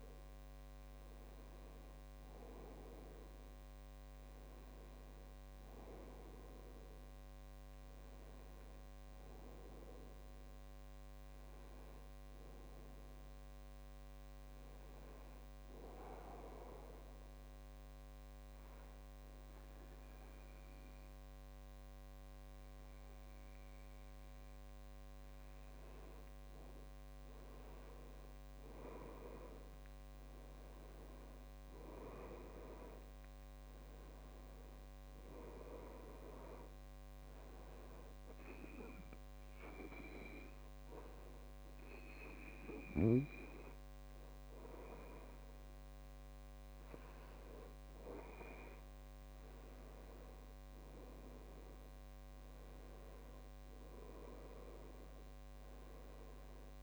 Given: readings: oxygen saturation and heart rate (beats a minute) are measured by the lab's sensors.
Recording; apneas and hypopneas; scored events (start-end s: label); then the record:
breathing in sleep by a microphone on the trachea; 2
0.00-11.00 s: oxygen desaturation (device-marked, oxygen 94% lowest, heart rate 62 extreme)
13.00-16.00 s: arousal
17.00-27.00 s: obstructive apnea (oxygen 97% before, 96% lowest, heart rate 71 before, 62 extreme, up 5 after)
24.00-54.00 s: new sleep stage, N2 (light sleep)
29.00-33.00 s: arousal
38.50-49.50 s: hypopnea (oxygen 98% before, 96% lowest, heart rate 64 before, 65 extreme, up 2 after)
51.50-55.50 s: arousal
54.00-56.83 s: new sleep stage, N1 (lightest sleep)
From the record:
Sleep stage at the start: N1 (lightest sleep); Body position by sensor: on the back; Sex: male